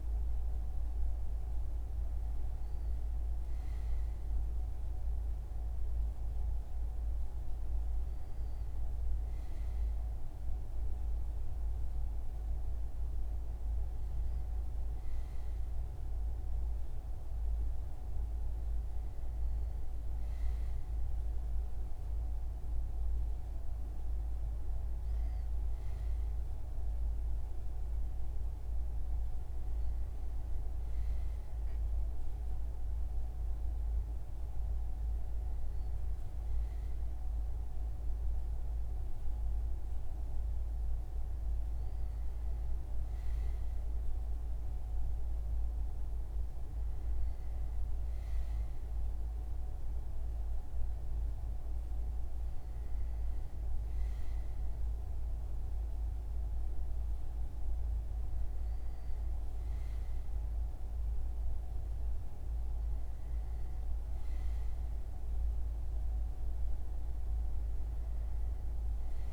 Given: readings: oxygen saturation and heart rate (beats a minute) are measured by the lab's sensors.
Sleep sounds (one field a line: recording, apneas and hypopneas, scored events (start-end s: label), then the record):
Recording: breathing in sleep, hard to hear, by a room microphone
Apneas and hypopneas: none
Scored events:
none scored
From the record:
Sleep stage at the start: N2 (light sleep)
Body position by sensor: on the front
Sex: male